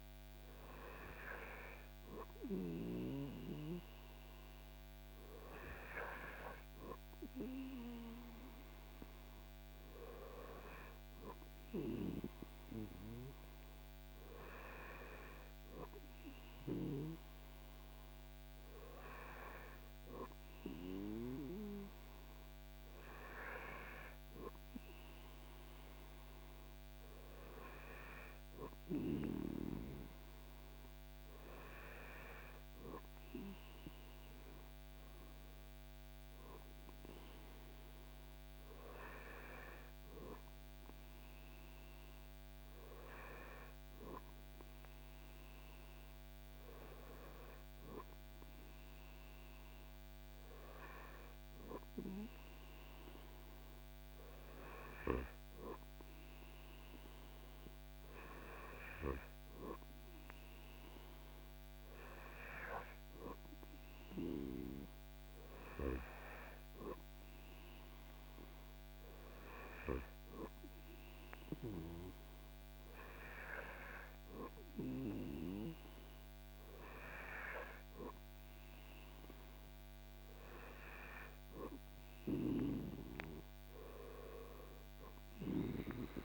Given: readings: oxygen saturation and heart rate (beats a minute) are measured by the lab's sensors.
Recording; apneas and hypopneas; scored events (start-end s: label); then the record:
breathing in sleep by a microphone on the trachea; none
none scored
From the record:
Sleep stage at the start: N2 (light sleep); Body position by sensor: on the back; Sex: male